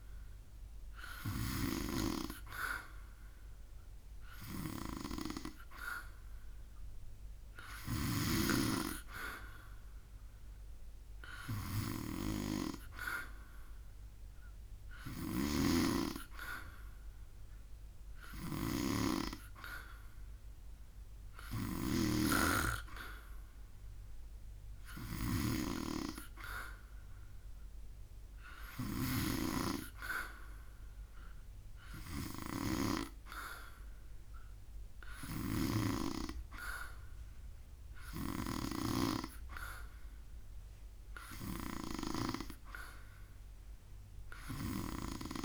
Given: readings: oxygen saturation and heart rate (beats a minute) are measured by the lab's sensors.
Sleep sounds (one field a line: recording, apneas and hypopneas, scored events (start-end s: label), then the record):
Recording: breathing in sleep by a room microphone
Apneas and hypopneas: none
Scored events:
14.50-29.00 s: snoring (device-marked)
From the record:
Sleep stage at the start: N2 (light sleep)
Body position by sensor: on the back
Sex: male